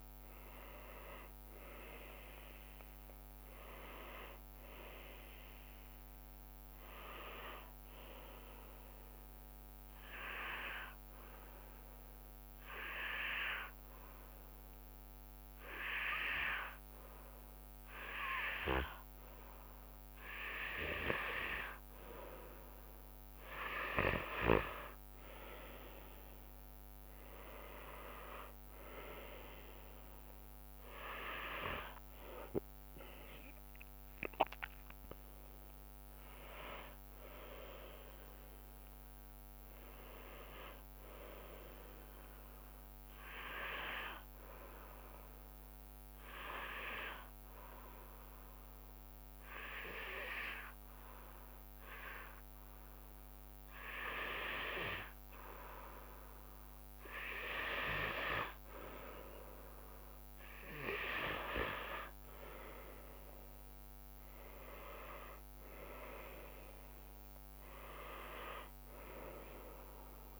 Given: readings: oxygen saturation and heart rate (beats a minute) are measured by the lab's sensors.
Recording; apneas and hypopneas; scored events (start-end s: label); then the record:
breathing in sleep by a microphone on the trachea; 2
0.00-7.00 s: drop in pulse transit time (device-marked, heart rate 79 extreme)
0.00-14.00 s: oxygen desaturation (device-marked, oxygen 92% lowest, heart rate 70 extreme)
13.50-25.00 s: hypopnea (oxygen 96% before, 93% lowest, heart rate 83 before, 70 extreme, up 9 after)
27.00-40.00 s: oxygen desaturation (device-marked, oxygen 97% before, 93% lowest, heart rate 73 before, 70 extreme)
30.00-45.00 s: drop in pulse transit time (device-marked, heart rate 74 before, 74 extreme)
33.00-37.50 s: arousal
47.00-58.00 s: hypopnea (oxygen 97% before, 92% lowest, heart rate 79 before, 68 extreme, up 6 after)
62.00-70.40 s: drop in pulse transit time (device-marked, heart rate 72 before, 72 extreme)
62.00-70.40 s: oxygen desaturation (device-marked, oxygen 97% before, 93% lowest, heart rate 72 before, 68 extreme)
62.50-66.50 s: arousal
From the record:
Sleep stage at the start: N2 (light sleep); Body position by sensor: on the back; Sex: female